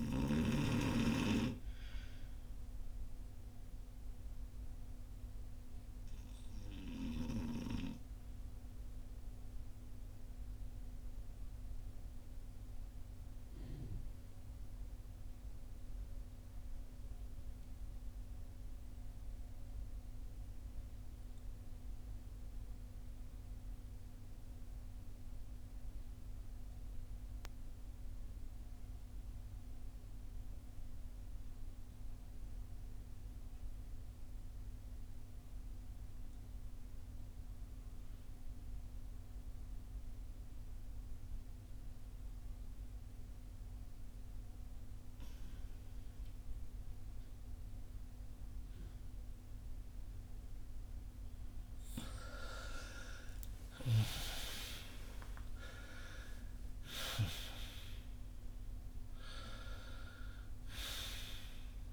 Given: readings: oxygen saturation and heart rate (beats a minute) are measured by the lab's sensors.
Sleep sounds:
breathing in sleep by a room microphone; 1
0.00-26.50 s: oxygen desaturation (device-marked, oxygen 83% lowest, heart rate 46 extreme)
4.00-50.50 s: obstructive apnea (oxygen 98% before, 70% lowest, heart rate 59 before, 46 extreme, up 22 after)
32.50-61.93 s: oxygen desaturation (device-marked, oxygen 95% before, 70% lowest, heart rate 51 before, 46 extreme)
52.00-56.00 s: arousal
From the record:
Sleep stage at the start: REM sleep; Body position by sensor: on the front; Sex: male

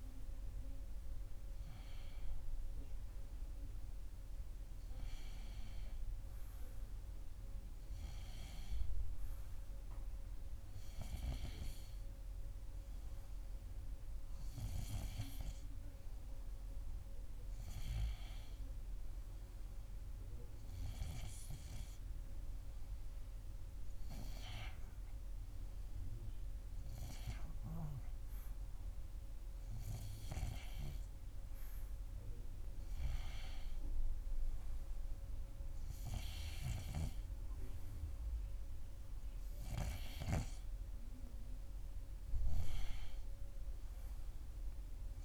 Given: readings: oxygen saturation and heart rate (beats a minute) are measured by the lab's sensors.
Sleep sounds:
breathing in sleep by a room microphone; none
none scored
From the record:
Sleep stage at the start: N1 (lightest sleep); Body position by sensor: on the right side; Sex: male

